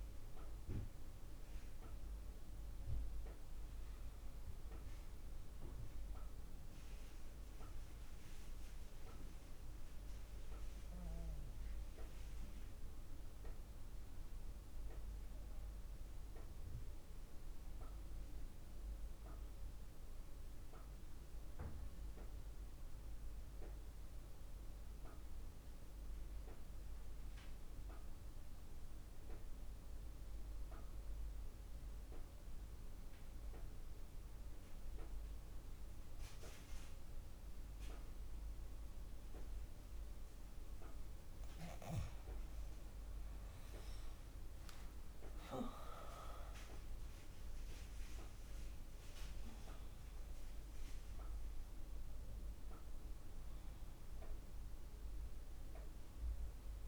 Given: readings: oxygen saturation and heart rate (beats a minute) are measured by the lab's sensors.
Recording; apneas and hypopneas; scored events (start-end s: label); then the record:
breathing in sleep, hard to hear, by a room microphone; 1
11.50-39.50 s: obstructive apnea (oxygen 97% before, 89% lowest, heart rate 52 before, 49 extreme, up 7 after)
41.50-46.00 s: arousal
44.50-56.88 s: oxygen desaturation (device-marked, oxygen 95% before, 89% lowest, heart rate 56 before, 49 extreme)
From the record:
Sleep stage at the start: N2 (light sleep); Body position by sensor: on the back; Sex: female